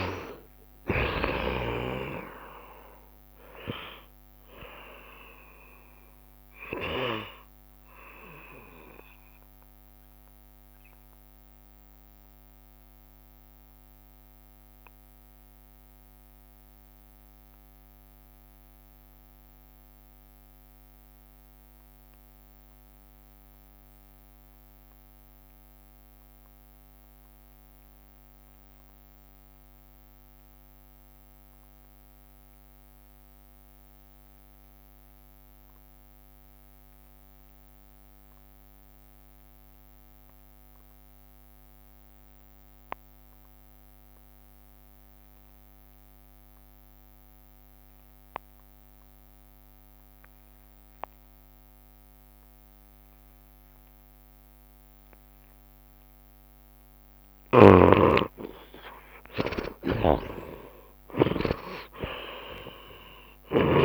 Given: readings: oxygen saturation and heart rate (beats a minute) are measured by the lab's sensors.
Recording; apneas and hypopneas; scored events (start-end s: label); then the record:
breathing in sleep by a microphone on the trachea; 1
0.00-1.00 s: arousal
0.00-8.50 s: oxygen desaturation (device-marked, oxygen 67% lowest, heart rate 67 extreme)
8.00-55.50 s: mixed apnea (oxygen 71% before, 65% lowest, heart rate 74 before, 67 extreme, up 4 after)
10.50-31.50 s: oxygen desaturation (device-marked, oxygen 68% before, 65% lowest, heart rate 75 before, 67 extreme)
33.50-63.85 s: oxygen desaturation (device-marked, oxygen 92% before, 65% lowest, heart rate 68 before, 66 extreme)
57.50-63.85 s: snoring (device-marked)
58.50-63.85 s: arousal
From the record:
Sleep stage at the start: N2 (light sleep); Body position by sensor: on the back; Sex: male